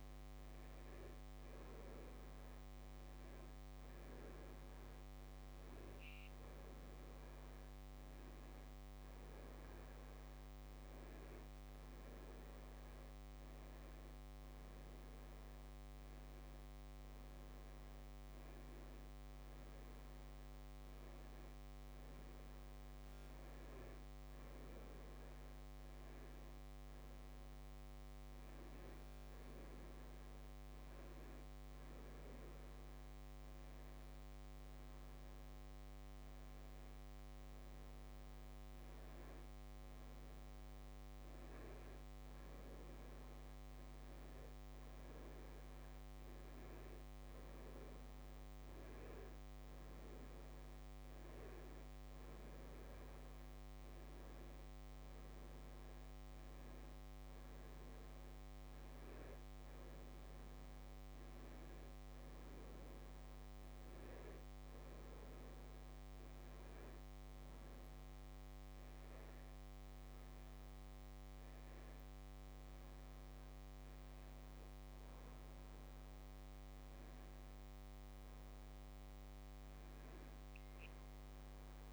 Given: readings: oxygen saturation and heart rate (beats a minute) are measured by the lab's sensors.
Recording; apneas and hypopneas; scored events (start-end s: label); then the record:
breathing in sleep, hard to hear, by a microphone on the trachea; none
none scored
From the record:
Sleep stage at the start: N1 (lightest sleep); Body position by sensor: on the back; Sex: male